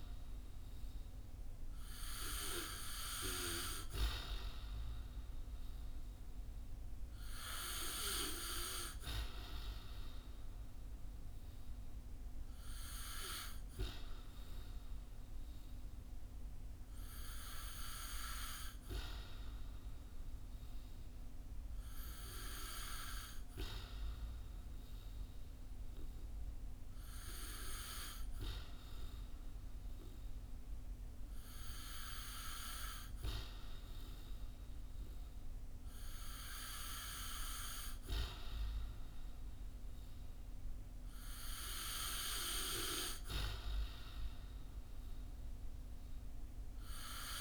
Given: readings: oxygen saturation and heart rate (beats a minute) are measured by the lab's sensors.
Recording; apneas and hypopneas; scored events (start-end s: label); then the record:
breathing in sleep by a room microphone; none
none scored
From the record:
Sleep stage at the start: N2 (light sleep); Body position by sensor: on the back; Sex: male